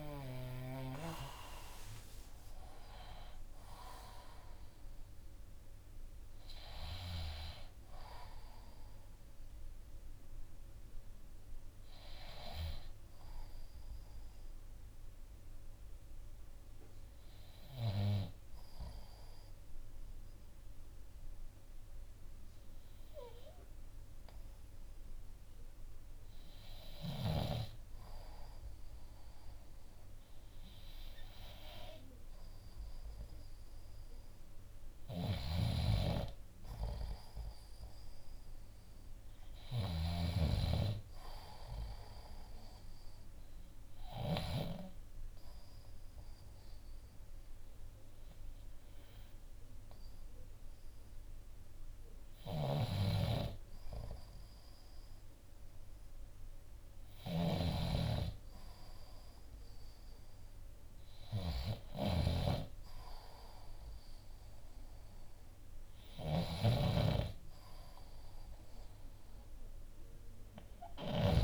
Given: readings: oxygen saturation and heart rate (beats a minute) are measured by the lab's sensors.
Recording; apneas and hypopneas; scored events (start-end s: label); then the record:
breathing in sleep by a room microphone; 1
0.00-1.00 s: snoring (device-marked)
0.00-12.00 s: drop in pulse transit time (device-marked, heart rate 59 extreme)
16.00-33.50 s: hypopnea (oxygen 94% before, 91% lowest, heart rate 63 before, 58 extreme, up 4 after)
35.00-44.50 s: snoring (device-marked)
36.00-39.00 s: arousal
40.00-64.00 s: oxygen desaturation (device-marked, oxygen 97% before, 91% lowest, heart rate 60 before, 56 extreme)
52.00-71.44 s: snoring (device-marked)
67.50-71.00 s: arousal
From the record:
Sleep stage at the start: N2 (light sleep); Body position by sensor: on the left side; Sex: male